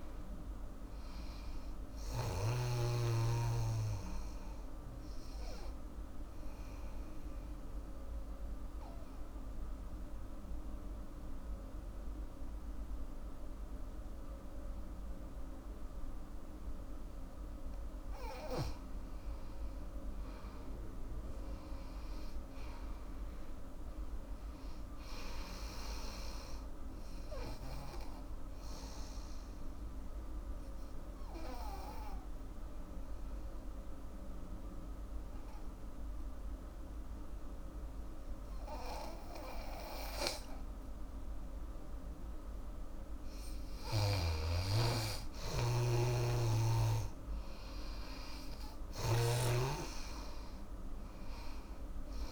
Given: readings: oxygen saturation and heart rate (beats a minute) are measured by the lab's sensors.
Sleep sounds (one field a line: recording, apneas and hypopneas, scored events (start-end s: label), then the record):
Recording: breathing in sleep by a room microphone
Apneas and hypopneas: 2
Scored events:
0.00-10.00 s: oxygen desaturation (device-marked, oxygen 88% lowest, heart rate 66 extreme)
2.50-17.50 s: obstructive apnea (oxygen 99% before, 87% lowest, heart rate 76 before, 66 extreme, up 18 after)
20.50-24.50 s: arousal
24.00-38.00 s: oxygen desaturation (device-marked, oxygen 99% before, 88% lowest, heart rate 73 before, 66 extreme)
30.00-43.50 s: obstructive apnea (oxygen 99% before, 87% lowest, heart rate 76 before, 65 extreme, up 14 after)
40.00-52.32 s: oxygen desaturation (device-marked, oxygen 99% before, 87% lowest, heart rate 75 before, 62 extreme)
44.00-49.00 s: snoring (device-marked)
48.00-52.00 s: arousal
From the record:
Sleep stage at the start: N2 (light sleep)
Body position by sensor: on the back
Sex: female